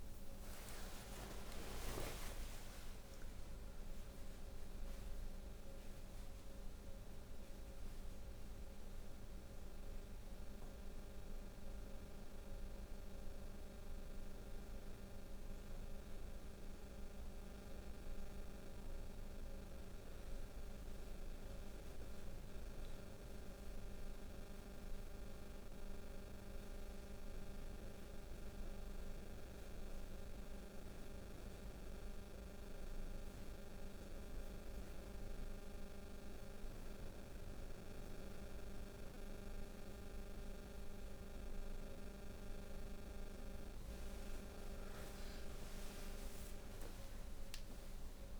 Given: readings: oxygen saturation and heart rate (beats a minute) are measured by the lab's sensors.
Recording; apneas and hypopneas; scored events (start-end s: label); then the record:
breathing in sleep, hard to hear, by a room microphone; 1
4.00-43.00 s: obstructive apnea (oxygen 94% before, 88% lowest, heart rate 78 before, 64 extreme, up 39 after)
21.50-33.50 s: oxygen desaturation (device-marked, oxygen 94% before, 91% lowest, heart rate 115 before, 64 extreme)
45.00-48.40 s: arousal
From the record:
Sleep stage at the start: N2 (light sleep); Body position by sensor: on the back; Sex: female